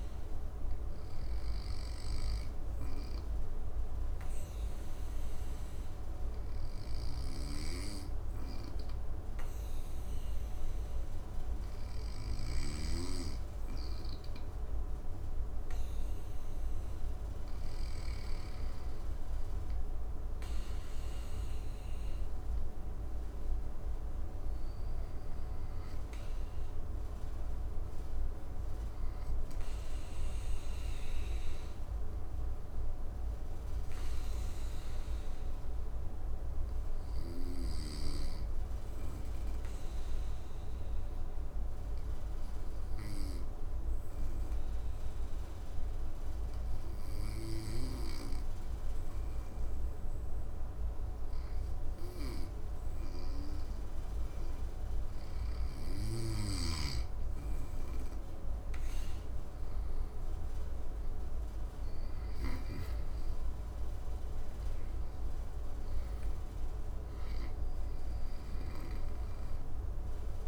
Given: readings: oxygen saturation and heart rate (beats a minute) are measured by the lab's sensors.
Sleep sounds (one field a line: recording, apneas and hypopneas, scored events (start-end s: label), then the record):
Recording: breathing in sleep by a room microphone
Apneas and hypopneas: 2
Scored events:
1.50-15.00 s: obstructive apnea (oxygen 100% before, 95% lowest, heart rate 57 before, 56 extreme, up 5 after)
18.50-23.00 s: arousal
32.50-53.50 s: obstructive apnea (oxygen 97% before, 95% lowest, heart rate 60 before, 56 extreme, up 9 after)
56.00-70.47 s: snoring (device-marked)
56.50-62.00 s: arousal
From the record:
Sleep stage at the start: N2 (light sleep)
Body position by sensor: on the back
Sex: male